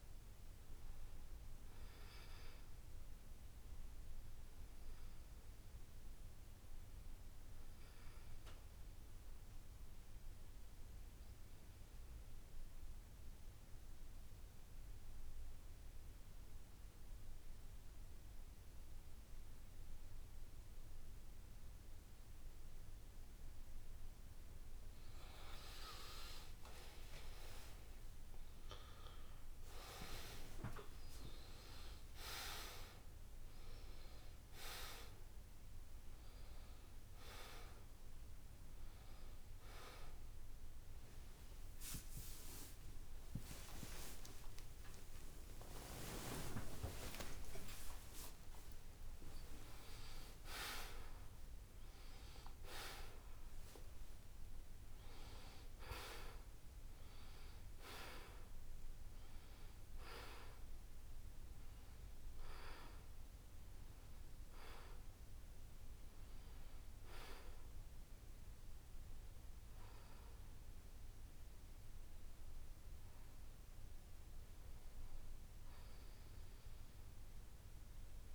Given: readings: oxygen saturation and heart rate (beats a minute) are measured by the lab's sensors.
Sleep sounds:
breathing in sleep by a room microphone; 1
0.00-6.50 s: oxygen desaturation (device-marked, oxygen 79% lowest, heart rate 69 extreme)
6.50-36.50 s: new sleep stage, N2 (light sleep)
12.00-24.50 s: mixed apnea (oxygen 98% before, 91% lowest, heart rate 75 before, 69 extreme, up 17 after)
25.50-29.50 s: arousal
26.00-28.00 s: long interval between heartbeats (device-marked, heart rate 71 before, 79 extreme)
27.50-48.50 s: oxygen desaturation (device-marked, oxygen 97% before, 91% lowest, heart rate 72 before, 72 extreme)
36.50-78.35 s: new sleep stage, N1 (lightest sleep)
45.50-47.50 s: long interval between heartbeats (device-marked, heart rate 80 before, 120 extreme)
47.00-52.50 s: arousal
From the record:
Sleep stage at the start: N1 (lightest sleep); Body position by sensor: on the back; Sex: male

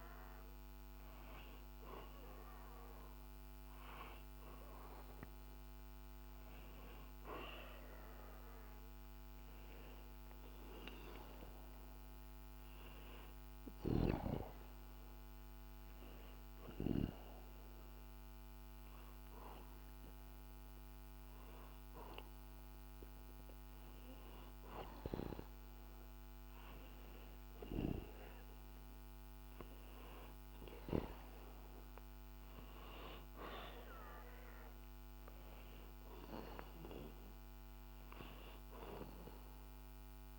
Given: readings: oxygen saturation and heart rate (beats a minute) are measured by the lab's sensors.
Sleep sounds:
breathing in sleep by a microphone on the trachea; none
11.00-40.39 s: new sleep stage, REM sleep
From the record:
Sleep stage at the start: N2 (light sleep); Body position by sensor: on the back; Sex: male

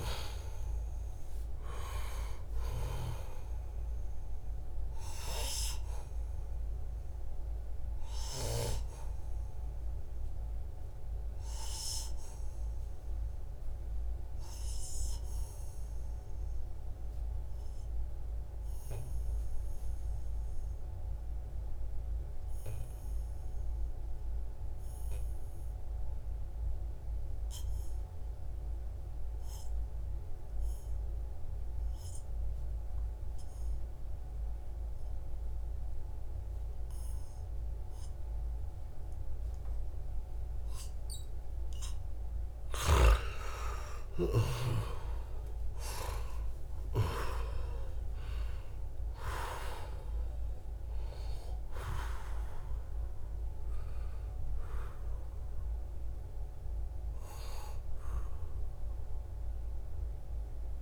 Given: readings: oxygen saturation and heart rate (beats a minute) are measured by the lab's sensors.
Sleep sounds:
breathing in sleep by a room microphone; 1
0.00-15.50 s: oxygen desaturation (device-marked, oxygen 87% lowest, heart rate 64 extreme)
10.50-40.50 s: obstructive apnea (oxygen 95% before, 87% lowest, heart rate 77 before, 65 extreme, up 6 after)
35.50-60.81 s: oxygen desaturation (device-marked, oxygen 97% before, 87% lowest, heart rate 72 before, 65 extreme)
42.00-46.00 s: arousal
From the record:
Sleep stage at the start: N2 (light sleep); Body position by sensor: on the back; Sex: male

